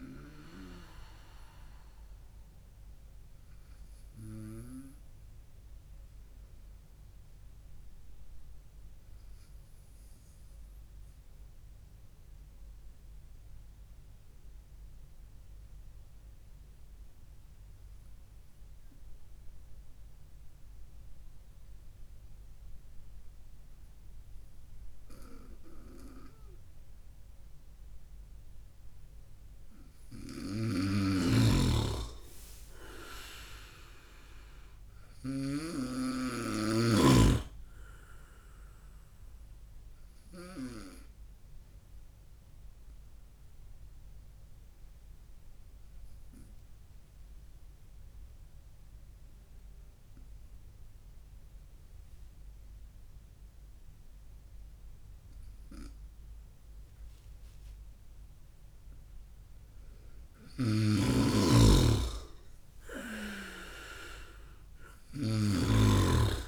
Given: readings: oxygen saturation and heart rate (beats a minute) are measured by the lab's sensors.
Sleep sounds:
breathing in sleep by a room microphone; 2
10.50-29.50 s: obstructive apnea (oxygen 98% before, 95% lowest, heart rate 63 before, 61 extreme, up 5 after)
30.00-35.50 s: snoring (device-marked)
32.50-35.50 s: arousal
42.00-58.50 s: obstructive apnea (oxygen 100% before, 95% lowest, heart rate 68 before, 58 extreme, up 13 after)
60.50-65.50 s: snoring (device-marked)
63.50-66.48 s: arousal
From the record:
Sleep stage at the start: N2 (light sleep); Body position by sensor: on the right side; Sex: male

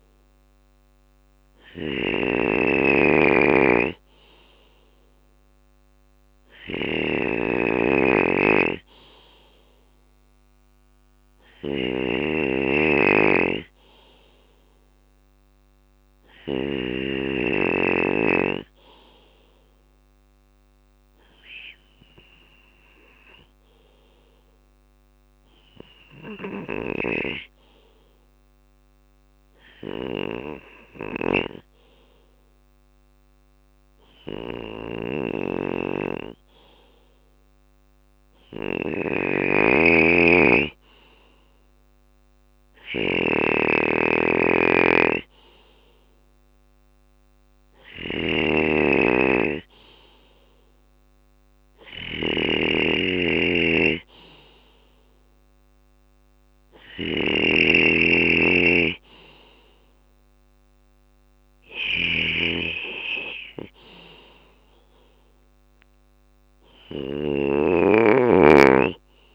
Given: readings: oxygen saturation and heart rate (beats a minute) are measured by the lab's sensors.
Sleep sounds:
breathing in sleep by a microphone on the trachea; 1
0.00-9.50 s: drop in pulse transit time (device-marked, heart rate 61 extreme)
0.00-16.00 s: snoring (device-marked)
20.00-37.50 s: obstructive apnea (oxygen 96% before, 94% lowest, heart rate 62 before, 61 extreme, up 1 after)
22.50-32.50 s: drop in pulse transit time (device-marked, heart rate 62 before, 61 extreme)
25.50-69.35 s: snoring (device-marked)
39.00-42.50 s: arousal
From the record:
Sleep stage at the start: N2 (light sleep); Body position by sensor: on the left side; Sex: male

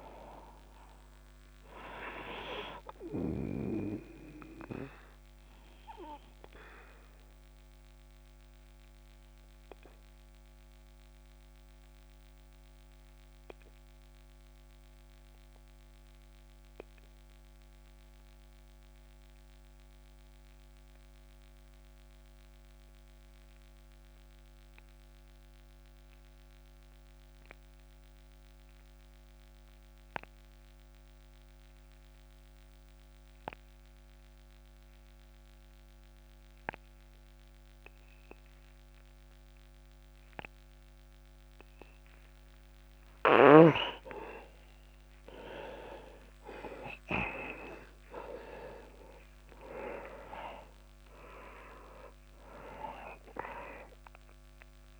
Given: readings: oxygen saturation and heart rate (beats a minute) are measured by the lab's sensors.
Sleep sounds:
breathing in sleep by a microphone on the trachea; 1
0.00-21.50 s: oxygen desaturation (device-marked, oxygen 85% lowest)
4.00-43.00 s: obstructive apnea (oxygen 99% before, 85% lowest)
39.50-55.00 s: oxygen desaturation (device-marked, oxygen 99% before, 86% lowest)
44.50-49.00 s: arousal
From the record:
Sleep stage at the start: REM sleep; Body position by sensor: on the back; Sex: male

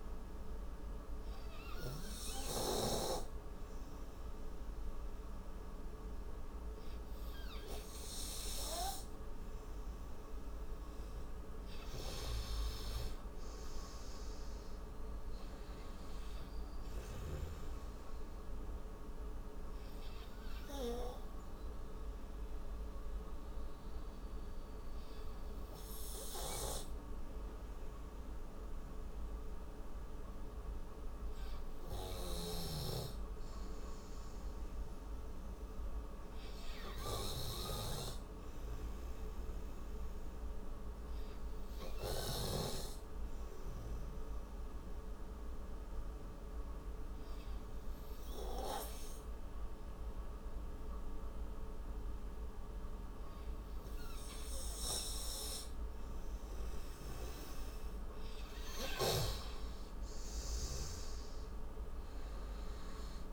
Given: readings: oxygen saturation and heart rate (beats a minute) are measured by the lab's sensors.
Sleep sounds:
breathing in sleep by a room microphone; 2
0.00-10.00 s: oxygen desaturation (device-marked, oxygen 91% lowest, heart rate 53 extreme)
18.50-31.00 s: obstructive apnea (oxygen 98% before, 92% lowest, heart rate 67 before, 54 extreme, up 11 after)
33.00-36.00 s: arousal
39.00-53.00 s: oxygen desaturation (device-marked, oxygen 98% before, 93% lowest, heart rate 59 before, 55 extreme)
45.00-56.50 s: obstructive apnea (oxygen 98% before, 92% lowest, heart rate 60 before, 55 extreme, up 21 after)
59.50-62.00 s: arousal
From the record:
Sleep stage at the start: N2 (light sleep); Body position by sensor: on the right side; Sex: male

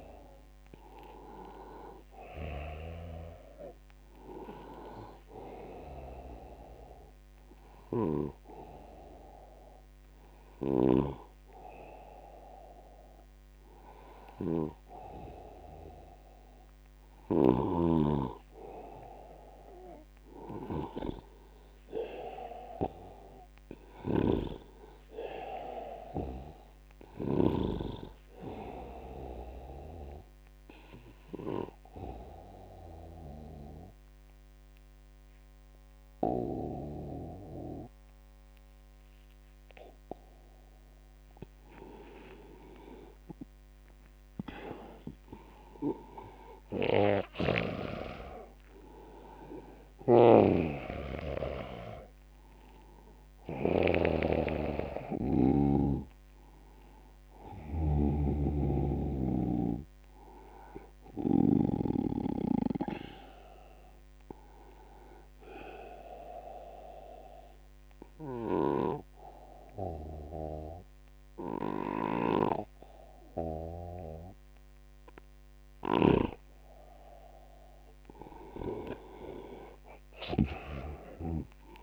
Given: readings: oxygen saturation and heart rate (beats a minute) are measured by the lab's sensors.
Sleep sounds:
breathing in sleep by a microphone on the trachea; 3
0.00-15.00 s: oxygen desaturation (device-marked, oxygen 94% lowest, heart rate 74 extreme)
7.00-18.00 s: hypopnea (oxygen 98% before, 88% lowest, heart rate 92 before, 74 extreme, up 18 after)
21.00-24.00 s: arousal
24.00-40.00 s: oxygen desaturation (device-marked, oxygen 95% before, 91% lowest, heart rate 80 before, 78 extreme)
29.00-41.50 s: obstructive apnea (oxygen 97% before, 88% lowest, heart rate 81 before, 78 extreme, up 11 after)
43.00-47.50 s: arousal
47.00-65.00 s: oxygen desaturation (device-marked, oxygen 96% before, 88% lowest, heart rate 82 before, 76 extreme)
50.00-54.00 s: snoring (device-marked)
66.00-77.00 s: obstructive apnea (oxygen 97% before, 90% lowest, heart rate 86 before, 76 extreme, up 14 after)
79.50-81.83 s: arousal
From the record:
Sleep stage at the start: N2 (light sleep); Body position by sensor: on the back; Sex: male

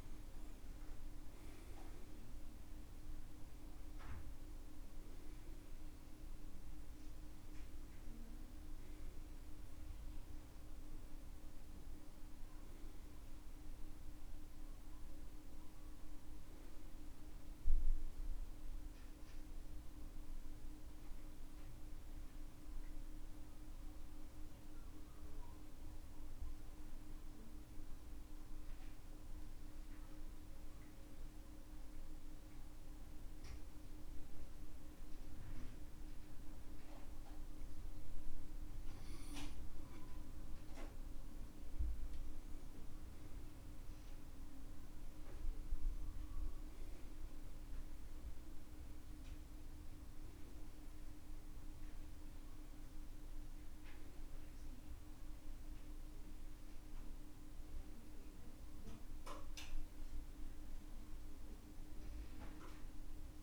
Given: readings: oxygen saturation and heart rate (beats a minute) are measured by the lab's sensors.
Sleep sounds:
breathing in sleep, hard to hear, by a room microphone; 1
0.00-3.50 s: arousal
2.50-31.50 s: oxygen desaturation (device-marked, oxygen 97% before, 91% lowest, heart rate 65 before, 58 extreme)
22.50-39.50 s: mixed apnea (oxygen 97% before, 91% lowest, heart rate 68 before, 59 extreme, up 6 after)
43.50-49.00 s: arousal
From the record:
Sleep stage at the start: N2 (light sleep); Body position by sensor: on the back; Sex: male

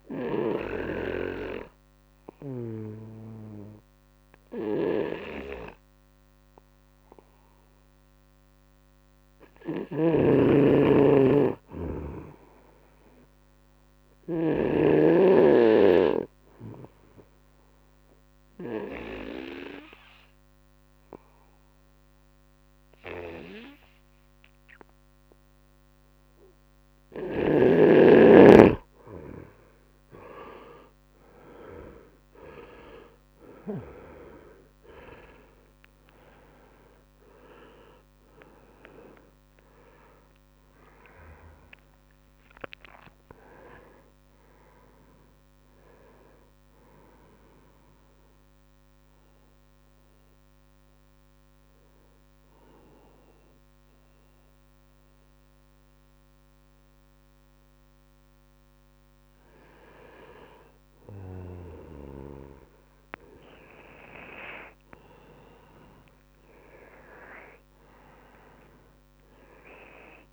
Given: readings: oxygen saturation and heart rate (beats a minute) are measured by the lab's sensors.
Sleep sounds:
breathing in sleep by a microphone on the trachea; 2
4.50-19.50 s: oxygen desaturation (device-marked, oxygen 98% before, 92% lowest, heart rate 74 before, 70 extreme)
9.00-14.00 s: snoring (device-marked)
15.50-29.00 s: obstructive apnea (oxygen 98% before, 90% lowest, heart rate 73 before, 71 extreme, up 6 after)
36.50-42.00 s: arousal
46.50-58.50 s: hypopnea (oxygen 97% before, 90% lowest, heart rate 77 before, 72 extreme, up 28 after)
58.50-68.50 s: oxygen desaturation (device-marked, oxygen 93% before, 90% lowest, heart rate 78 before, 70 extreme)
68.50-70.33 s: arousal
From the record:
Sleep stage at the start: N2 (light sleep); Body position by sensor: on the right side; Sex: male

